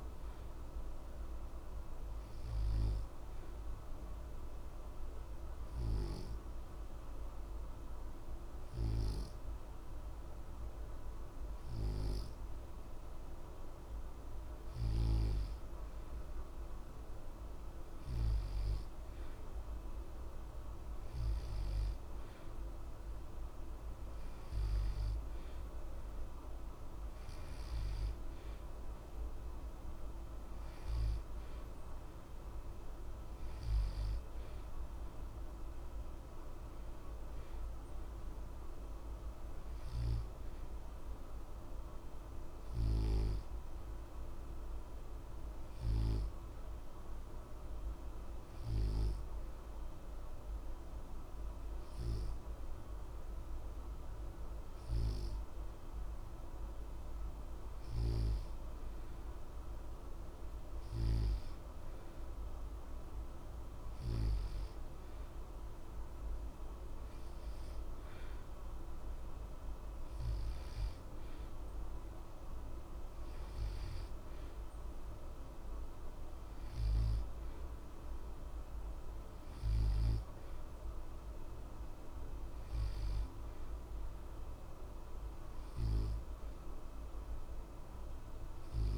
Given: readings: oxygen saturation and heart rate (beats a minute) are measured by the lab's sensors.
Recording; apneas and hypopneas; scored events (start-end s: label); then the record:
breathing in sleep, hard to hear, by a room microphone; 2
1.00-16.00 s: obstructive apnea (oxygen 91% before, 88% lowest, heart rate 60 before, 60 extreme, up 0 after)
19.50-24.00 s: arousal
42.50-58.00 s: obstructive apnea (oxygen 91% before, 88% lowest, heart rate 60 before, 60 extreme, up 0 after)
61.00-64.50 s: arousal
From the record:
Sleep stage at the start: N2 (light sleep); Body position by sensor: on the back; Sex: male